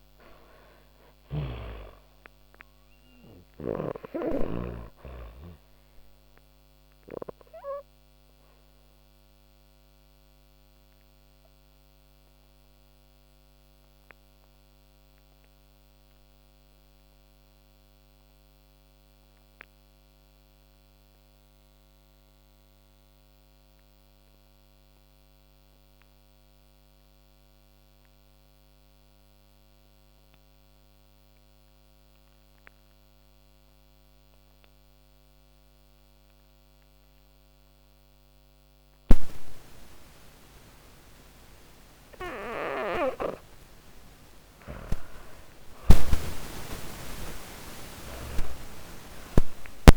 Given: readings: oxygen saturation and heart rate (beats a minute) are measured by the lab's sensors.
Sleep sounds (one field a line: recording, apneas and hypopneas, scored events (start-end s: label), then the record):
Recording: breathing in sleep by a microphone on the trachea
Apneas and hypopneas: 1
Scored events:
0.00-27.00 s: oxygen desaturation (device-marked, oxygen 80% lowest, heart rate 28 extreme)
8.50-42.50 s: obstructive apnea (oxygen 99% before, 75% lowest)
33.00-49.97 s: oxygen desaturation (device-marked, oxygen 98% before, 75% lowest)
44.00-48.00 s: arousal
44.50-49.00 s: snoring (device-marked)
From the record:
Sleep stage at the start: N2 (light sleep)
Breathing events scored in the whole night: 396 in 5.8 hours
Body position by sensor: on the back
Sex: female